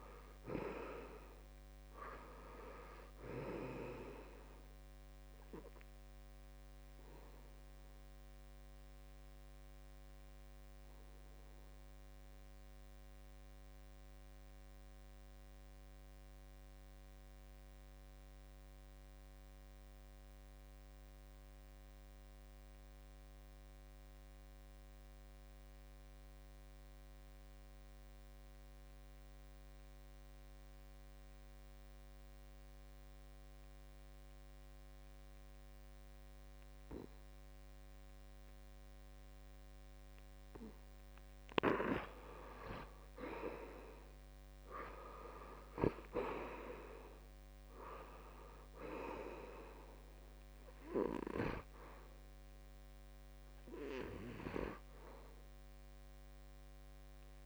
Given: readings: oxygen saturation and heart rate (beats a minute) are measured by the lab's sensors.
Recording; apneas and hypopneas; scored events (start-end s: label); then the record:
breathing in sleep by a microphone on the trachea; 1
0.00-25.00 s: oxygen desaturation (device-marked, oxygen 78% lowest, heart rate 67 extreme)
8.50-41.00 s: obstructive apnea (oxygen 96% before, 77% lowest, heart rate 73 before, 67 extreme, up 12 after)
27.00-57.46 s: oxygen desaturation (device-marked, oxygen 97% before, 77% lowest, heart rate 69 before, 66 extreme)
43.50-46.50 s: arousal
From the record:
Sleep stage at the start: N2 (light sleep); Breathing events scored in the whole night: 241 in 3.6 hours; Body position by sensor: on the back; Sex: male